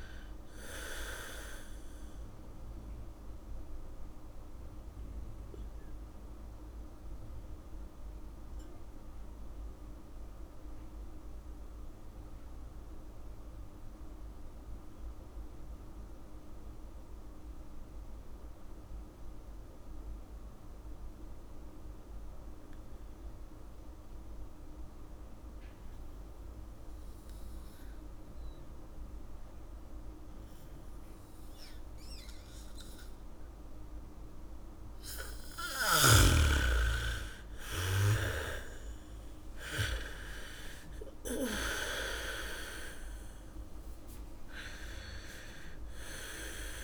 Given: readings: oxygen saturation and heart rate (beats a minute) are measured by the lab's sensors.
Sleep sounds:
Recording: breathing in sleep by a room microphone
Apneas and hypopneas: 1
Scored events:
0.00-18.00 s: oxygen desaturation (device-marked, oxygen 70% lowest, heart rate 47 extreme)
4.00-34.50 s: mixed apnea (oxygen 99% before, 70% lowest, heart rate 62 before, 47 extreme, up 0 after)
27.00-41.00 s: bradycardia (device-marked, heart rate 70 before, 47 extreme)
32.00-46.84 s: oxygen desaturation (device-marked, oxygen 99% before, 74% lowest, heart rate 73 before, 47 extreme)
37.00-42.00 s: arousal
From the record:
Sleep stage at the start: N2 (light sleep)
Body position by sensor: on the back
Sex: female

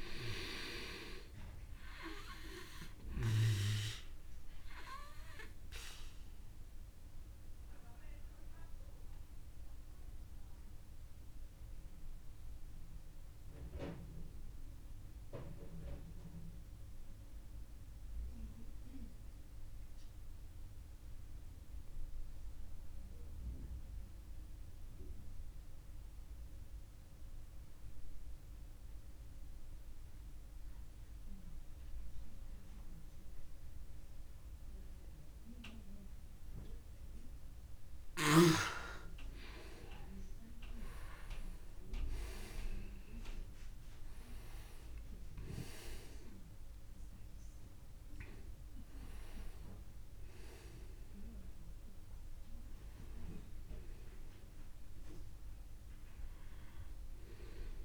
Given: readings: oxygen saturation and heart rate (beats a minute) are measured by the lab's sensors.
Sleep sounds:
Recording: breathing in sleep by a room microphone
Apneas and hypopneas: 1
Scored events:
0.00-25.00 s: oxygen desaturation (device-marked, oxygen 92% lowest, heart rate 27 extreme)
5.50-38.00 s: obstructive apnea (oxygen 100% before, 90% lowest, heart rate 62 before, 27 extreme, up 19 after)
40.00-57.85 s: oxygen desaturation (device-marked, oxygen 99% before, 90% lowest, heart rate 40 before, 30 extreme)
41.00-45.50 s: arousal
From the record:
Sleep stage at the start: N2 (light sleep)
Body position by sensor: on the back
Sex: male

